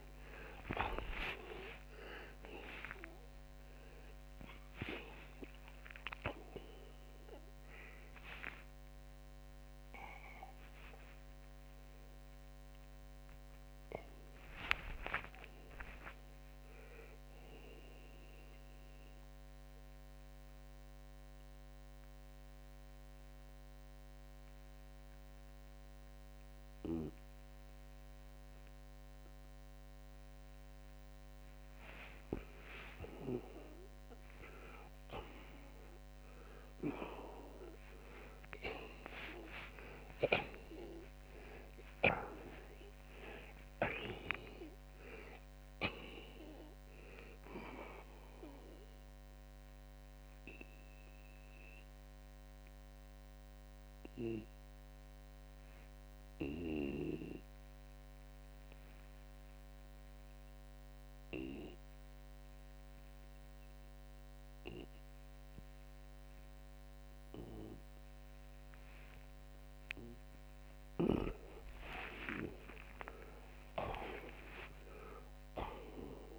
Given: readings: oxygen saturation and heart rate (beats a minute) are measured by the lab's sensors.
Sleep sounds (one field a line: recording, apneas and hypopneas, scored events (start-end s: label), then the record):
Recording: breathing in sleep by a microphone on the trachea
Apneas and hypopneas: 2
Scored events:
0.00-2.50 s: arousal
17.00-32.00 s: obstructive apnea (oxygen 92% before, 81% lowest, heart rate 113 before, 60 extreme, up 11 after)
20.50-34.50 s: oxygen desaturation (device-marked, oxygen 89% before, 82% lowest, heart rate 109 before, 60 extreme)
35.50-41.00 s: arousal
47.50-70.50 s: oxygen desaturation (device-marked, oxygen 92% before, 81% lowest, heart rate 77 before, 66 extreme)
48.50-69.00 s: obstructive apnea (oxygen 92% before, 81% lowest, heart rate 76 before, 66 extreme, up 43 after)
73.50-76.38 s: arousal
From the record:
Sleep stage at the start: N2 (light sleep)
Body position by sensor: on the back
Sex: male